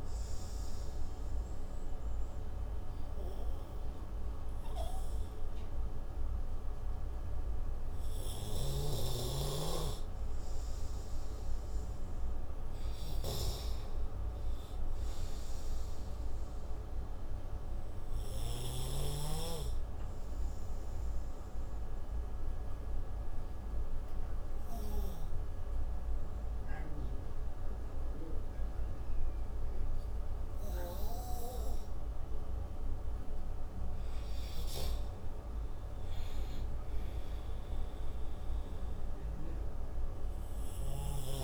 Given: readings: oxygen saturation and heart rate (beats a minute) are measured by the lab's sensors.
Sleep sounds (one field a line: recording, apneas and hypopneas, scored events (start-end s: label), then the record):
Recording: breathing in sleep by a room microphone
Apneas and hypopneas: 2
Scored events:
0.50-10.50 s: obstructive apnea (oxygen 97% before, 90% lowest)
1.50-12.50 s: oxygen desaturation (device-marked, oxygen 97% before, 90% lowest)
9.00-14.00 s: snoring (device-marked)
11.50-14.00 s: arousal
17.50-33.00 s: obstructive apnea (oxygen 97% before, 88% lowest)
18.50-24.50 s: oxygen desaturation (device-marked, oxygen 95% before, 91% lowest)
36.00-39.00 s: arousal
From the record:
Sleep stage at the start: N2 (light sleep)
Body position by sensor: on the right side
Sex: male